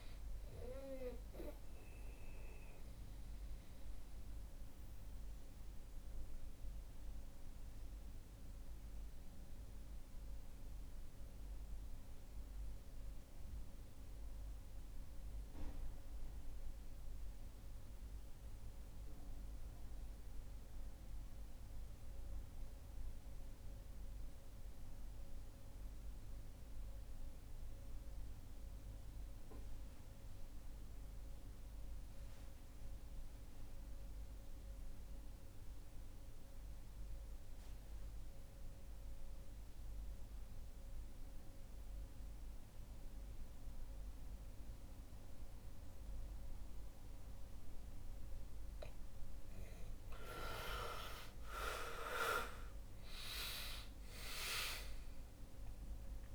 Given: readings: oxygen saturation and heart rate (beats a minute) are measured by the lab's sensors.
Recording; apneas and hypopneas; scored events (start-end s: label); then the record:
breathing in sleep by a room microphone; 1
0.00-12.50 s: oxygen desaturation (device-marked, oxygen 83% lowest, heart rate 57 extreme)
1.50-47.50 s: mixed apnea (oxygen 91% before, 83% lowest, heart rate 70 before, 58 extreme, up 16 after)
38.50-56.35 s: oxygen desaturation (device-marked, oxygen 97% before, 83% lowest, heart rate 66 before, 55 extreme)
50.00-55.00 s: arousal
From the record:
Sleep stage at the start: REM sleep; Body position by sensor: on the back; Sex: male